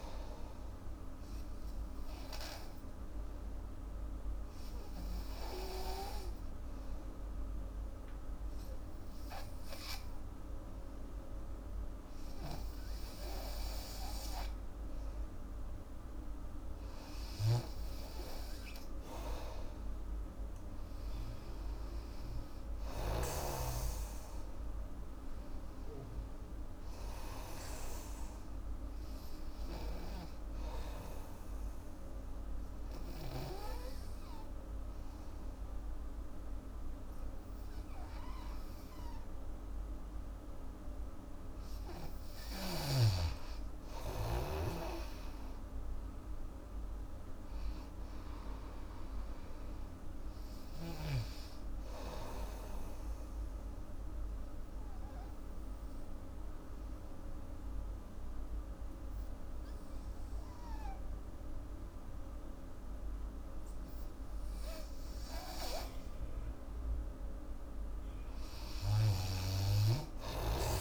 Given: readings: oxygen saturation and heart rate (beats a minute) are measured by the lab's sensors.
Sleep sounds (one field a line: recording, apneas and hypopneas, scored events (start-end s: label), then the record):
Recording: breathing in sleep by a room microphone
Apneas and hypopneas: 3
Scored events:
0.00-6.00 s: oxygen desaturation (device-marked, oxygen 93% lowest, heart rate 72 extreme)
3.50-16.00 s: obstructive apnea (oxygen 98% before, 89% lowest, heart rate 79 before, 75 extreme, up 10 after)
17.50-23.50 s: snoring (device-marked)
18.50-22.00 s: arousal
22.00-30.00 s: oxygen desaturation (device-marked, oxygen 97% before, 91% lowest, heart rate 79 before, 77 extreme)
31.00-43.00 s: obstructive apnea (oxygen 97% before, 89% lowest, heart rate 83 before, 66 extreme, up 12 after)
45.00-49.00 s: arousal
51.00-67.00 s: oxygen desaturation (device-marked, oxygen 98% before, 89% lowest, heart rate 81 before, 66 extreme)
53.00-65.50 s: obstructive apnea (oxygen 98% before, 89% lowest, heart rate 81 before, 68 extreme, up 15 after)
68.50-70.81 s: arousal
69.00-70.81 s: oxygen desaturation (device-marked, oxygen 98% before, 90% lowest, heart rate 76 before, 76 extreme)
From the record:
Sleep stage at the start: N2 (light sleep)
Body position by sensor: on the back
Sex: female